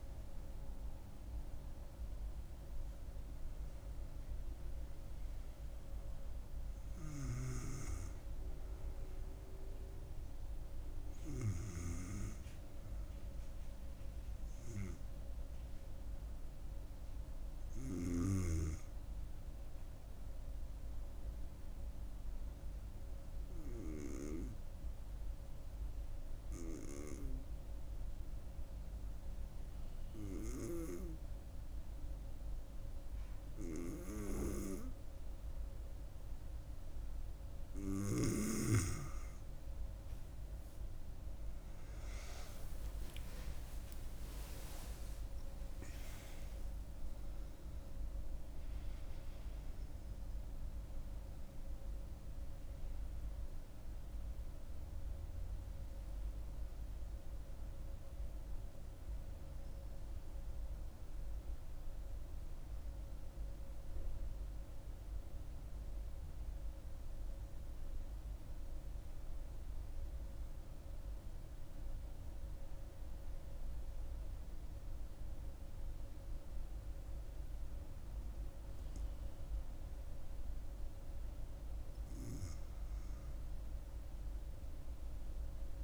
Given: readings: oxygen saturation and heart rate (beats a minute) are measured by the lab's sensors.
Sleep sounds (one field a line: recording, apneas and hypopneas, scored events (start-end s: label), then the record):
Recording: breathing in sleep by a room microphone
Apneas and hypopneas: 2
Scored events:
0.00-1.00 s: arousal
21.00-36.50 s: hypopnea (oxygen 97% before, 92% lowest, heart rate 73 before, 66 extreme, up 20 after)
37.00-63.00 s: oxygen desaturation (device-marked, oxygen 97% before, 92% lowest, heart rate 67 before, 62 extreme)
41.50-47.00 s: arousal
66.50-81.50 s: mixed apnea (oxygen 98% before, 94% lowest, heart rate 83 before, 62 extreme, up 14 after)
83.50-85.83 s: arousal
From the record:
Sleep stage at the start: N2 (light sleep)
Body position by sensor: on the back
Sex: female